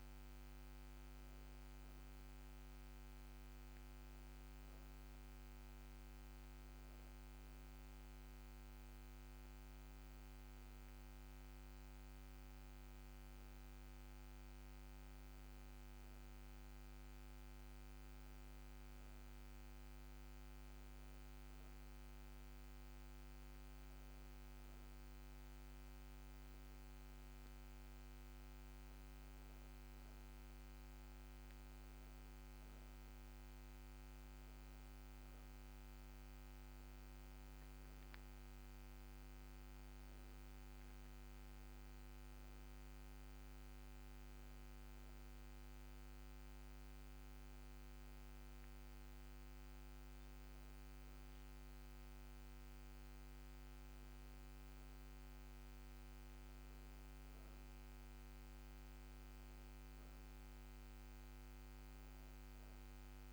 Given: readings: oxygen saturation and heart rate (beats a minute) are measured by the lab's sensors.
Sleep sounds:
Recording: breathing in sleep, hard to hear, by a microphone on the trachea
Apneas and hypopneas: none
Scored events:
none scored
From the record:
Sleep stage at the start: N2 (light sleep)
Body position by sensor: on the back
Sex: female

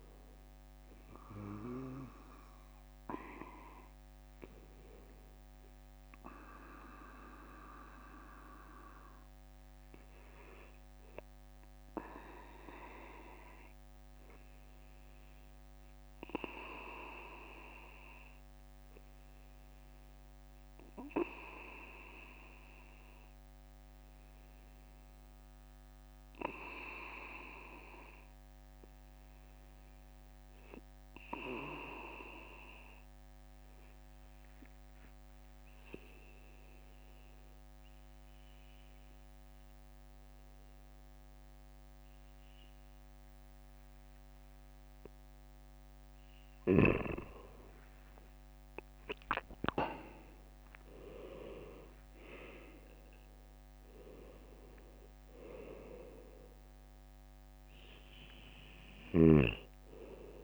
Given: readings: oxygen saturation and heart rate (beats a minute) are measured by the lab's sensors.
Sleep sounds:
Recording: breathing in sleep by a microphone on the trachea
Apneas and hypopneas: 1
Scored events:
0.00-15.00 s: bradycardia (device-marked, heart rate 57 extreme)
8.50-44.00 s: obstructive apnea (oxygen 97% before, 95% lowest, heart rate 59 before, 57 extreme, up 5 after)
17.00-34.00 s: bradycardia (device-marked, heart rate 59 before, 57 extreme)
37.00-45.00 s: bradycardia (device-marked, heart rate 59 before, 58 extreme)
47.00-50.50 s: arousal
57.00-60.44 s: bradycardia (device-marked, heart rate 59 before, 57 extreme)
From the record:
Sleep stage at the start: N2 (light sleep)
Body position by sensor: on the back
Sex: male

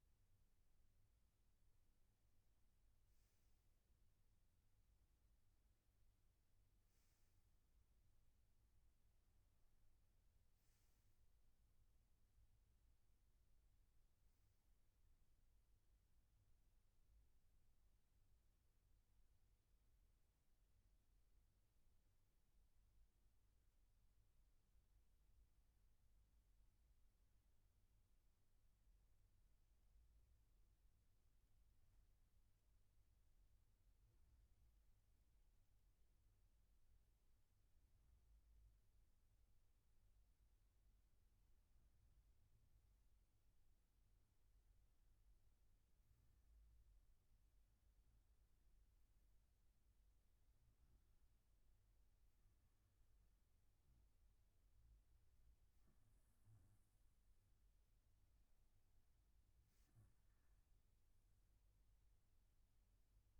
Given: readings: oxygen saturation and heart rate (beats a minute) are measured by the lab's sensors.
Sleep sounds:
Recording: breathing in sleep, hard to hear, by a room microphone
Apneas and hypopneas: 1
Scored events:
17.00-43.50 s: obstructive apnea (oxygen 96% before, 93% lowest, heart rate 65 before, 67 extreme, up 0 after)
From the record:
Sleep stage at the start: N1 (lightest sleep)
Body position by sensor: on the right side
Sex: male

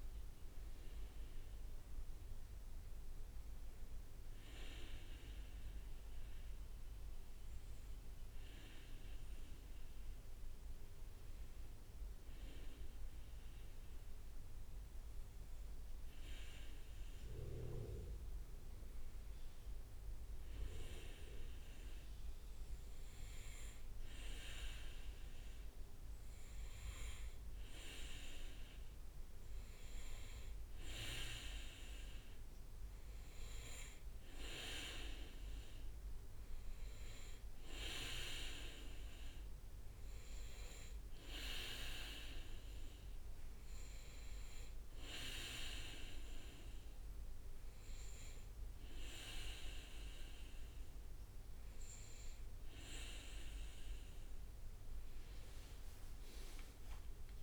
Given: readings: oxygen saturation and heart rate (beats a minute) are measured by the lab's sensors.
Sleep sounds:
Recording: breathing in sleep by a room microphone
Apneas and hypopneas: 2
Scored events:
3.50-17.00 s: hypopnea (oxygen 99% before, 95% lowest, heart rate 65 before, 63 extreme)
13.00-16.00 s: leg movement (device-marked)
17.50-22.00 s: arousal
23.00-44.00 s: oxygen desaturation (device-marked, oxygen 99% before, 95% lowest, heart rate 68 before, 65 extreme)
41.00-52.00 s: hypopnea (oxygen 99% before, 94% lowest, heart rate 65 before, 65 extreme, up 9 after)
56.00-57.43 s: arousal
From the record:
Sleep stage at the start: N2 (light sleep)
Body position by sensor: on the back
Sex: male

